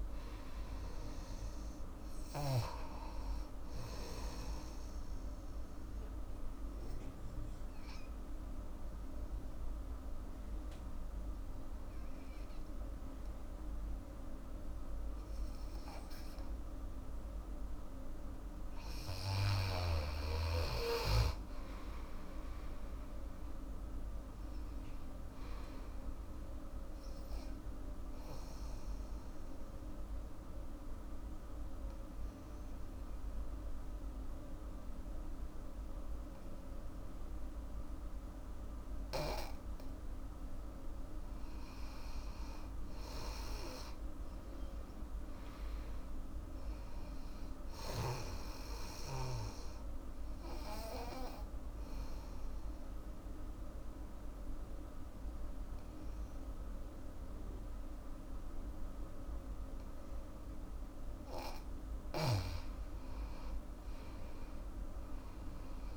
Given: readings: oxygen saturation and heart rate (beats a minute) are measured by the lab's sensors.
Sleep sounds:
breathing in sleep by a room microphone; 3
0.00-14.50 s: oxygen desaturation (device-marked, oxygen 88% lowest, heart rate 68 extreme)
5.00-18.50 s: obstructive apnea (oxygen 99% before, 87% lowest, heart rate 79 before, 68 extreme, up 16 after)
16.50-40.50 s: oxygen desaturation (device-marked, oxygen 99% before, 87% lowest, heart rate 77 before, 68 extreme)
20.50-24.00 s: arousal
28.00-40.00 s: obstructive apnea (oxygen 99% before, 87% lowest, heart rate 76 before, 68 extreme, up 17 after)
42.00-46.00 s: arousal
45.50-60.50 s: oxygen desaturation (device-marked, oxygen 99% before, 90% lowest, heart rate 76 before, 65 extreme)
50.00-61.00 s: obstructive apnea (oxygen 99% before, 88% lowest, heart rate 76 before, 65 extreme, up 12 after)
62.50-65.97 s: oxygen desaturation (device-marked, oxygen 99% before, 90% lowest, heart rate 78 before, 65 extreme)
63.50-65.97 s: arousal
From the record:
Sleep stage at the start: N2 (light sleep); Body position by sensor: on the back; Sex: female

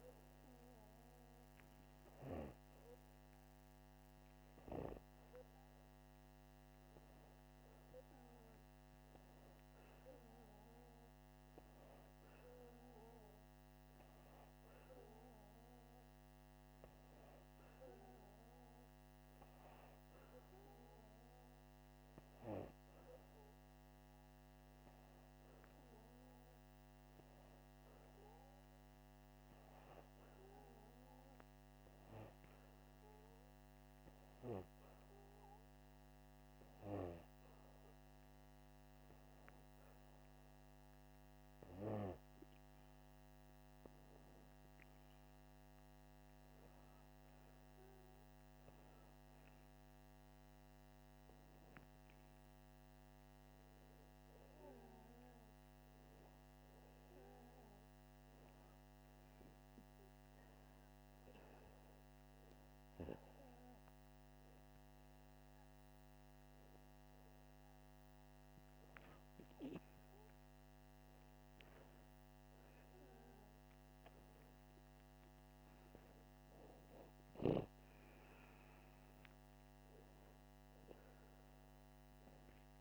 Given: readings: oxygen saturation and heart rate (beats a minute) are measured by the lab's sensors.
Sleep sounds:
breathing in sleep by a microphone on the trachea; none
none scored
From the record:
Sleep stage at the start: N2 (light sleep); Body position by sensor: upright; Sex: male

